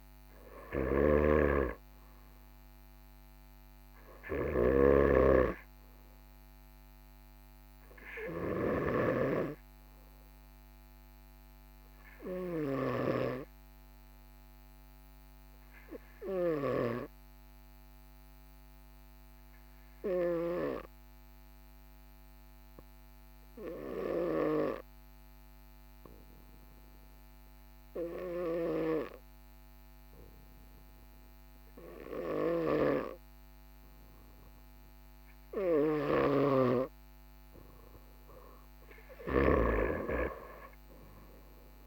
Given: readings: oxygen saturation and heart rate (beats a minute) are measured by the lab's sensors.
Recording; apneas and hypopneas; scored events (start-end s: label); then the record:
breathing in sleep by a microphone on the trachea; 1
11.50-36.00 s: obstructive apnea (oxygen 98% before, 94% lowest, heart rate 43 before, 42 extreme, up 3 after)
37.00-40.00 s: arousal
From the record:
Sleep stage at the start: N2 (light sleep); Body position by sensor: on the right side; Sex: male